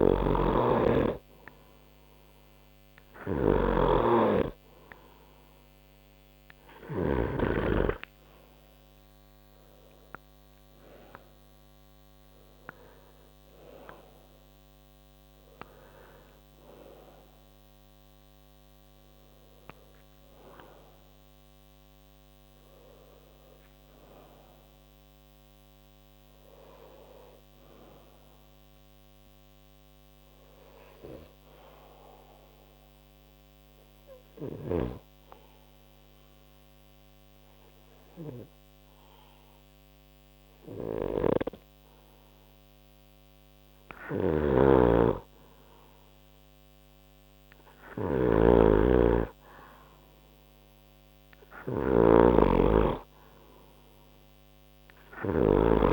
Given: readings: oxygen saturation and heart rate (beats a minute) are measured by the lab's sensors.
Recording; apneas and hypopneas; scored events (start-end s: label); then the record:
breathing in sleep by a microphone on the trachea; 1
0.00-7.50 s: snoring (device-marked)
19.50-23.50 s: arousal
33.00-44.50 s: obstructive apnea (oxygen 94% before, 92% lowest, heart rate 88 before, 60 extreme, up 2 after)
41.00-55.92 s: snoring (device-marked)
46.00-50.00 s: arousal
54.00-55.92 s: oxygen desaturation (device-marked, oxygen 96% before, 92% lowest, heart rate 62 before, 61 extreme)
From the record:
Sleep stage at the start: N2 (light sleep); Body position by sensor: on the right side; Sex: male